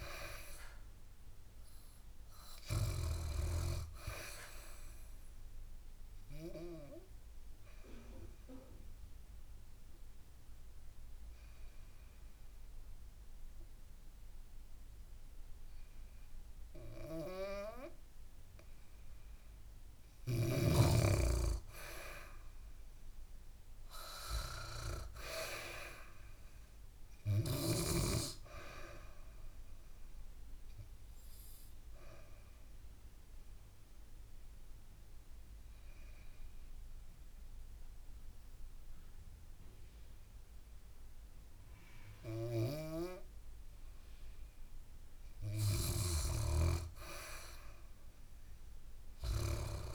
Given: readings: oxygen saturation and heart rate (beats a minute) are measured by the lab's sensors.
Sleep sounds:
breathing in sleep by a room microphone; 2
4.50-19.50 s: obstructive apnea (oxygen 98% before, 93% lowest, heart rate 66 before, 65 extreme, up 4 after)
21.00-24.50 s: arousal
27.00-43.00 s: oxygen desaturation (device-marked, oxygen 97% before, 93% lowest, heart rate 67 before, 60 extreme)
30.00-44.50 s: obstructive apnea (oxygen 97% before, 93% lowest, heart rate 67 before, 60 extreme, up 2 after)
47.00-49.95 s: arousal
From the record:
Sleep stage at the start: N2 (light sleep); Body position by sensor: on the back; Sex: female

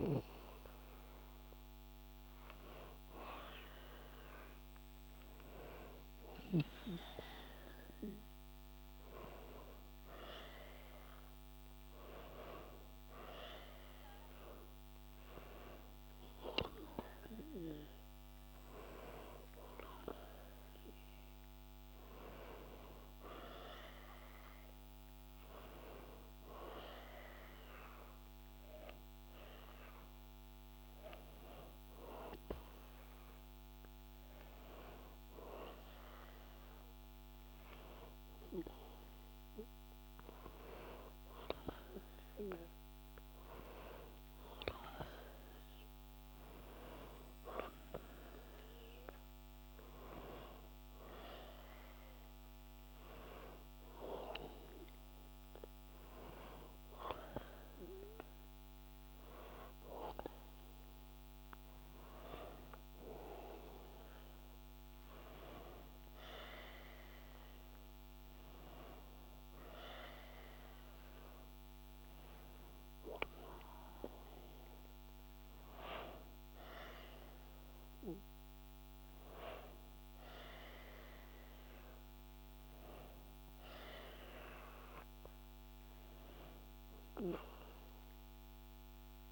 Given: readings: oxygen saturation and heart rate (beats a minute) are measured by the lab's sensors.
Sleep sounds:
breathing in sleep by a microphone on the trachea; none
22.00-27.50 s: arousal
From the record:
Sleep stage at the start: N1 (lightest sleep); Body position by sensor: on the back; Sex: male

